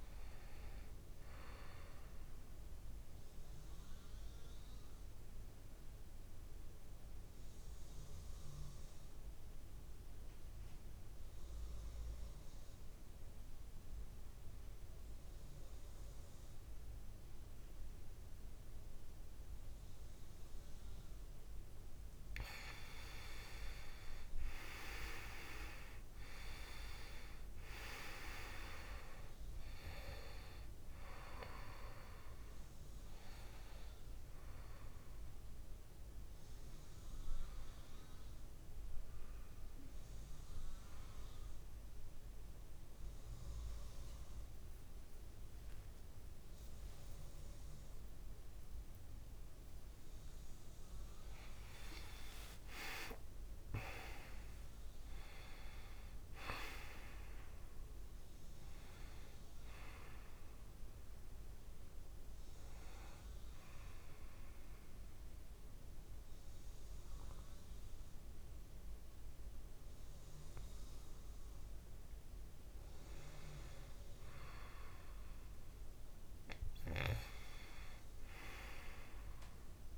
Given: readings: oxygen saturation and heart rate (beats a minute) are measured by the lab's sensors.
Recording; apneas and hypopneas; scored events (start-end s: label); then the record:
breathing in sleep by a room microphone; 3
0.00-15.00 s: oxygen desaturation (device-marked, oxygen 91% lowest, heart rate 53 extreme)
1.50-21.00 s: obstructive apnea (oxygen 96% before, 91% lowest, heart rate 64 before, 53 extreme, up 8 after)
23.00-27.00 s: arousal
30.00-44.00 s: oxygen desaturation (device-marked, oxygen 98% before, 92% lowest, heart rate 61 before, 57 extreme)
38.00-68.00 s: new sleep stage, N1 (lightest sleep)
40.00-52.00 s: obstructive apnea (oxygen 99% before, 94% lowest, heart rate 62 before, 57 extreme, up 10 after)
53.50-57.50 s: arousal
63.00-73.50 s: obstructive apnea (oxygen 98% before, 93% lowest, heart rate 66 before, 57 extreme, up 6 after)
68.00-79.98 s: new sleep stage, N2 (light sleep)
76.00-79.50 s: arousal
From the record:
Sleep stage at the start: N2 (light sleep); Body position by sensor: on the back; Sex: male